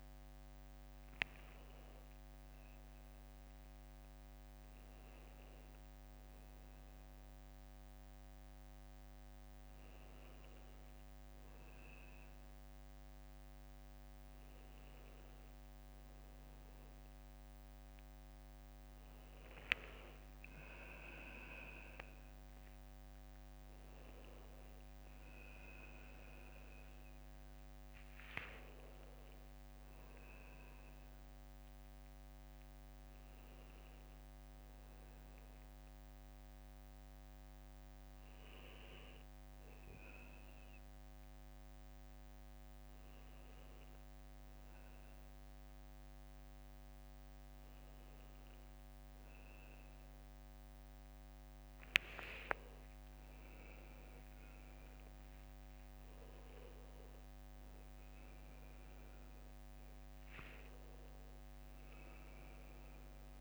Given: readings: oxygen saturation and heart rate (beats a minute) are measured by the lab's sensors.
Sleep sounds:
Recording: a person awake in a sleep study, by a microphone on the trachea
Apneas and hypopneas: none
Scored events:
none scored
From the record:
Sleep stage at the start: awake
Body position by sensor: on the right side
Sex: male

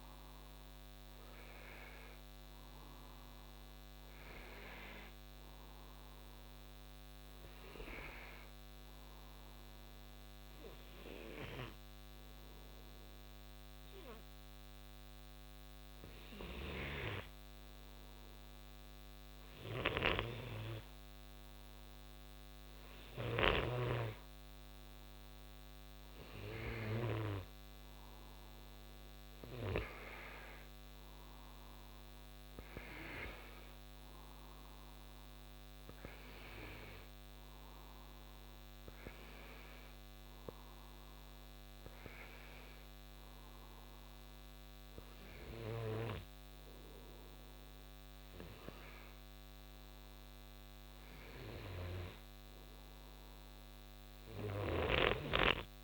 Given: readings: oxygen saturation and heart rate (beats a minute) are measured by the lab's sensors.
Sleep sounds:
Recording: breathing in sleep by a microphone on the trachea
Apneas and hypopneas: 1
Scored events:
1.00-55.84 s: new sleep stage, N2 (light sleep)
10.50-22.50 s: hypopnea (oxygen 94% before, 90% lowest, heart rate 67 before, 64 extreme, up 3 after)
19.50-23.50 s: snoring (device-marked)
25.00-28.50 s: arousal
54.50-55.84 s: snoring (device-marked)
From the record:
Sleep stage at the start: N1 (lightest sleep)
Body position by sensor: on the right side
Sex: male

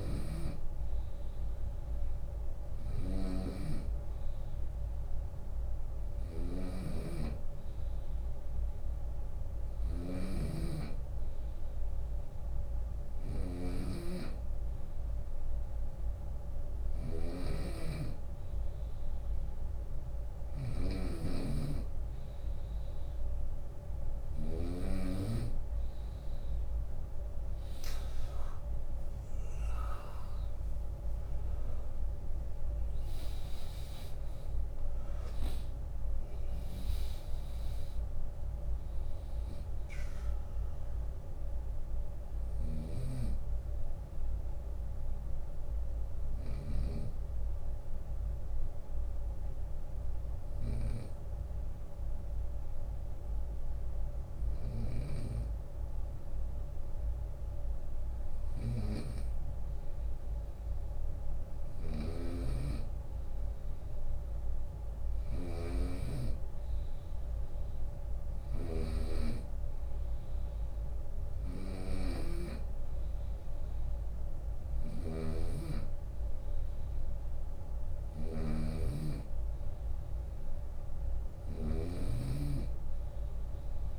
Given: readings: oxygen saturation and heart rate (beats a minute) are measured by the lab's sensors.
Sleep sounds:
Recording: breathing in sleep by a room microphone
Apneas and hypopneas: 1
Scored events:
0.00-1.50 s: arousal
0.00-23.50 s: snoring (device-marked)
2.00-4.00 s: long interval between heartbeats (device-marked, heart rate 71 before, 78 extreme)
28.50-41.50 s: drop in pulse transit time (device-marked, heart rate 75 before, 73 extreme)
32.50-37.00 s: arousal
41.50-46.00 s: snoring (device-marked)
43.00-58.00 s: hypopnea (oxygen 96% before, 94% lowest, heart rate 78 before, 65 extreme, up 8 after)
47.50-49.50 s: long interval between heartbeats (device-marked, heart rate 78 before, 70 extreme)
53.50-71.50 s: snoring (device-marked)
60.00-62.00 s: long interval between heartbeats (device-marked, heart rate 76 before, 69 extreme)
61.50-65.50 s: arousal
73.50-83.99 s: snoring (device-marked)
From the record:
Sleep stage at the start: N2 (light sleep)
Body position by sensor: on the right side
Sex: male

